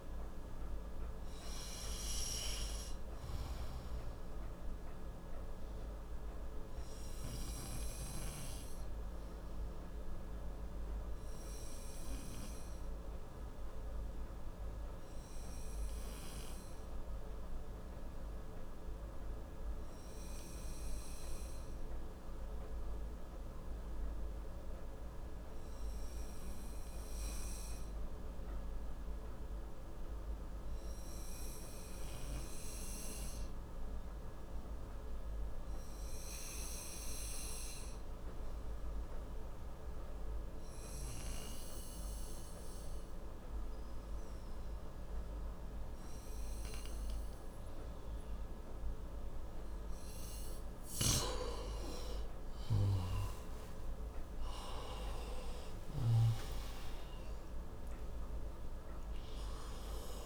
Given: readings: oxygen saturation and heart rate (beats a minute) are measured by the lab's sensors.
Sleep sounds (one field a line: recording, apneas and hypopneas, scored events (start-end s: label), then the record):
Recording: breathing in sleep, hard to hear, by a room microphone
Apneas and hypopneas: 1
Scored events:
0.00-21.50 s: oxygen desaturation (device-marked, oxygen 90% lowest, heart rate 58 extreme)
8.00-49.50 s: obstructive apnea (oxygen 97% before, 90% lowest, heart rate 68 before, 58 extreme, up 34 after)
44.50-45.50 s: oxygen desaturation (device-marked, oxygen 96% before, 94% lowest, heart rate 64 before, 67 extreme)
51.50-57.00 s: arousal
From the record:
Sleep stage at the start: N2 (light sleep)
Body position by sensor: on the right side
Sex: male